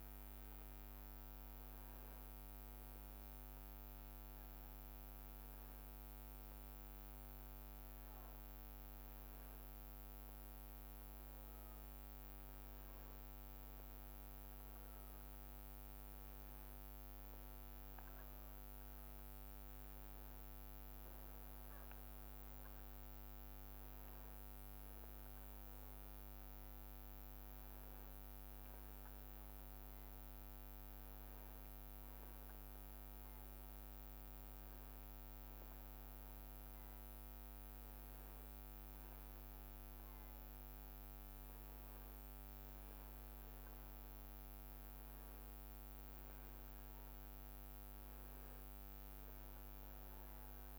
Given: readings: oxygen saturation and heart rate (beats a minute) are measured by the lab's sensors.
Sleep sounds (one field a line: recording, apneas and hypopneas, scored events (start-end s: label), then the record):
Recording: breathing in sleep, hard to hear, by a microphone on the trachea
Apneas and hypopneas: none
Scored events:
13.00-16.00 s: leg movement (device-marked)
24.00-29.00 s: leg movement (device-marked)
40.50-45.00 s: leg movement (device-marked)
41.50-45.50 s: arousal
From the record:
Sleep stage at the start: N1 (lightest sleep)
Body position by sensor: on the back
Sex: male